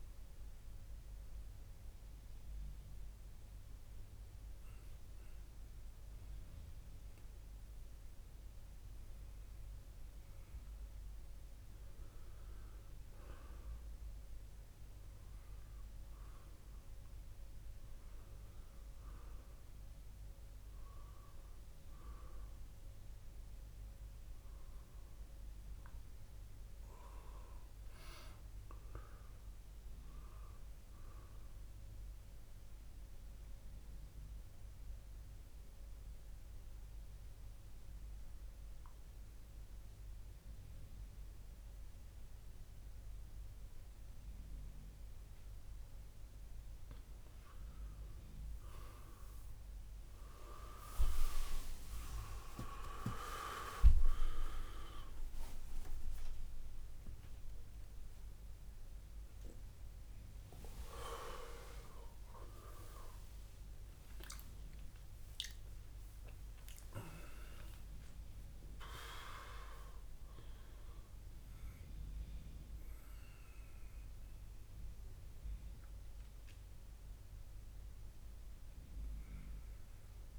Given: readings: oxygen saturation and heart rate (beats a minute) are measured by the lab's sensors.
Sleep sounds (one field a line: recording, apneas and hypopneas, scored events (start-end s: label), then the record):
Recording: a person partly awake in a sleep study, by a room microphone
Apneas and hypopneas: 1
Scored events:
32.50-46.00 s: central apnea (oxygen 99% before, 97% lowest)
51.50-80.38 s: new sleep stage, awake
From the record:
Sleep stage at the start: N1 (lightest sleep)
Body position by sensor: on the back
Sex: male